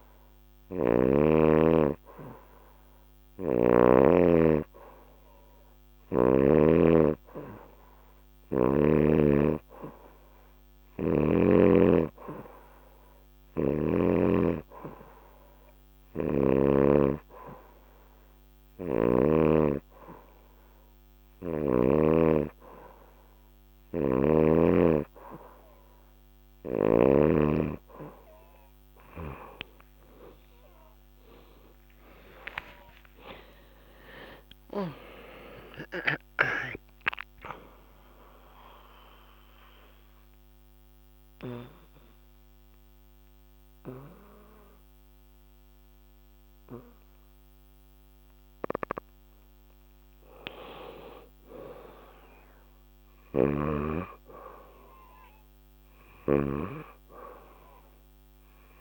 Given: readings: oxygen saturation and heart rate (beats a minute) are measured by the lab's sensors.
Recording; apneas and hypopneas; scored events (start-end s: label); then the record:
breathing in sleep by a microphone on the trachea; 1
0.00-1.00 s: snoring (device-marked)
13.00-16.50 s: snoring (device-marked)
23.50-27.00 s: snoring (device-marked)
32.00-36.00 s: arousal
38.00-49.50 s: obstructive apnea (oxygen 93% before, 91% lowest, heart rate 79 before, 65 extreme, up 5 after)
51.00-55.00 s: arousal
53.00-58.81 s: snoring (device-marked)
From the record:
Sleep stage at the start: N2 (light sleep); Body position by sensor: on the back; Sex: female